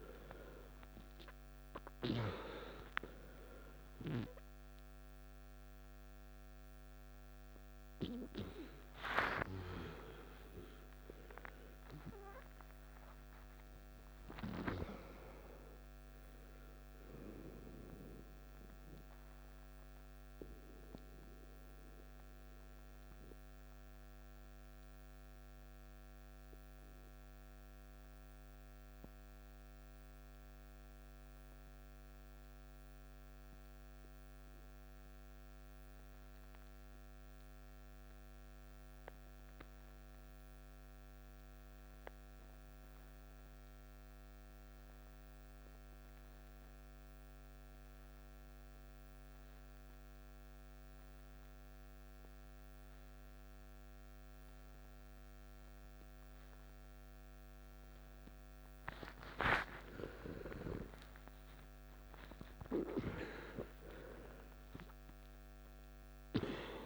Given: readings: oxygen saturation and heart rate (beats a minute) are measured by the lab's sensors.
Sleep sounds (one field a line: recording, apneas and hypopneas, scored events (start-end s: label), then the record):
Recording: breathing in sleep by a microphone on the trachea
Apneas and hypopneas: 1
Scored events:
0.00-2.00 s: arousal
0.00-27.00 s: oxygen desaturation (device-marked, oxygen 88% lowest, heart rate 52 extreme)
20.00-58.50 s: obstructive apnea (oxygen 96% before, 87% lowest, heart rate 64 before, 52 extreme, up 15 after)
46.00-66.86 s: oxygen desaturation (device-marked, oxygen 98% before, 87% lowest, heart rate 53 before, 52 extreme)
59.50-65.00 s: arousal
From the record:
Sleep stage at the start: N2 (light sleep)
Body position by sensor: on the back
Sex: male